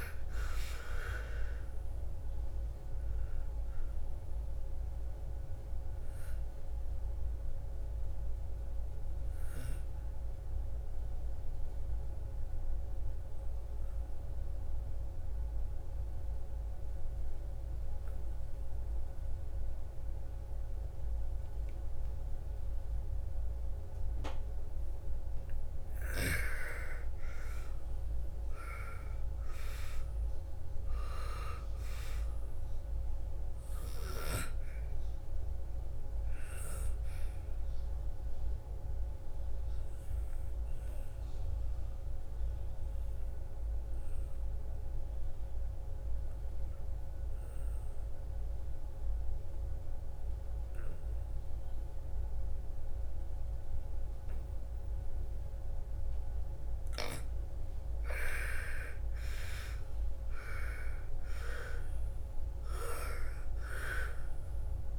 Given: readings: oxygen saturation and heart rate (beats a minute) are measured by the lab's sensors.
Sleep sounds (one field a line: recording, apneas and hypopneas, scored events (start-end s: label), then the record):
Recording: breathing in sleep by a room microphone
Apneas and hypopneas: 2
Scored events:
0.00-3.00 s: arousal
3.00-24.00 s: oxygen desaturation (device-marked, oxygen 99% before, 88% lowest, heart rate 58 before, 56 extreme)
8.50-25.50 s: obstructive apnea (oxygen 99% before, 83% lowest, heart rate 60 before, 56 extreme, up 12 after)
27.00-30.50 s: arousal
33.00-45.00 s: oxygen desaturation (device-marked, oxygen 99% before, 84% lowest, heart rate 59 before, 56 extreme)
38.00-56.50 s: obstructive apnea (oxygen 99% before, 83% lowest, heart rate 61 before, 55 extreme, up 13 after)
58.00-64.99 s: oxygen desaturation (device-marked, oxygen 99% before, 83% lowest, heart rate 57 before, 55 extreme)
From the record:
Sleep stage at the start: N2 (light sleep)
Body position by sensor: on the back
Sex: female